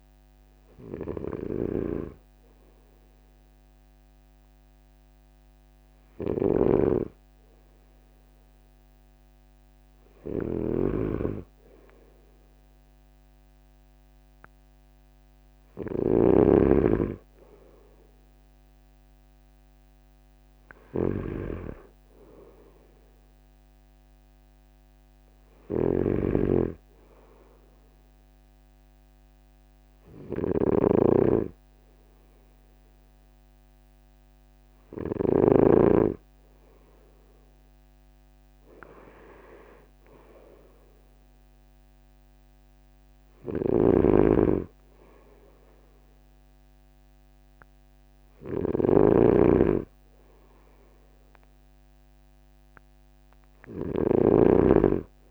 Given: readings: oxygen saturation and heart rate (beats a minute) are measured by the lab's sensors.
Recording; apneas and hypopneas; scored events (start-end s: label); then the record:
breathing in sleep by a microphone on the trachea; none
6.00-16.00 s: snoring (device-marked)
25.50-35.50 s: snoring (device-marked)
43.50-55.31 s: snoring (device-marked)
From the record:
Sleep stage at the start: N2 (light sleep); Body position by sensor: on the front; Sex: male